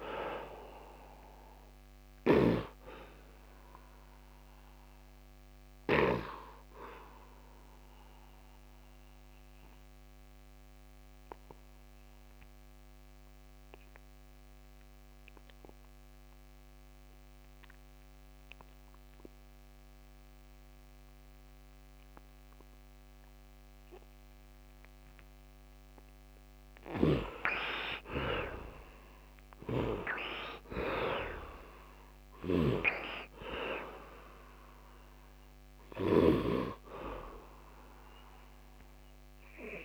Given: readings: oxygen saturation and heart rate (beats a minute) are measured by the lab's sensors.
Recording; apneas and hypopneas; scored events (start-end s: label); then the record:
breathing in sleep by a microphone on the trachea; 1
0.00-21.00 s: oxygen desaturation (device-marked, oxygen 51% lowest, heart rate 71 extreme)
1.50-25.50 s: obstructive apnea (oxygen 90% before, 51% lowest, heart rate 81 before, 71 extreme, up 13 after)
23.00-39.85 s: oxygen desaturation (device-marked, oxygen 99% before, 60% lowest, heart rate 76 before, 71 extreme)
26.50-31.50 s: arousal
26.50-36.00 s: snoring (device-marked)
From the record:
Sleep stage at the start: N2 (light sleep); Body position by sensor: on the back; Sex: male